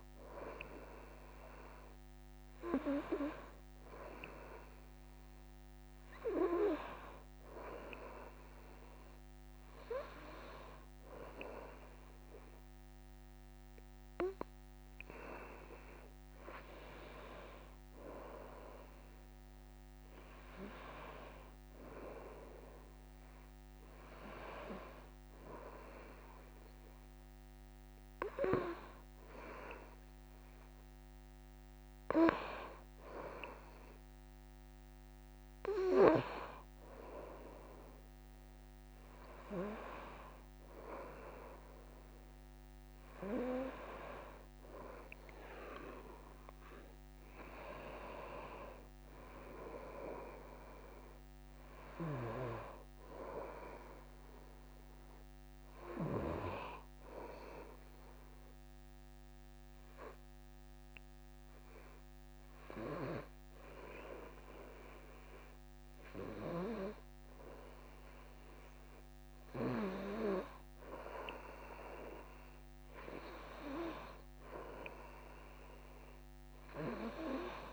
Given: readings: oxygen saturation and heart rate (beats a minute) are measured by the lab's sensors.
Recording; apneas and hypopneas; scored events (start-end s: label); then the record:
a person awake in a sleep study, by a microphone on the trachea; none
none scored
From the record:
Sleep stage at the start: awake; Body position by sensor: on the right side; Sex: female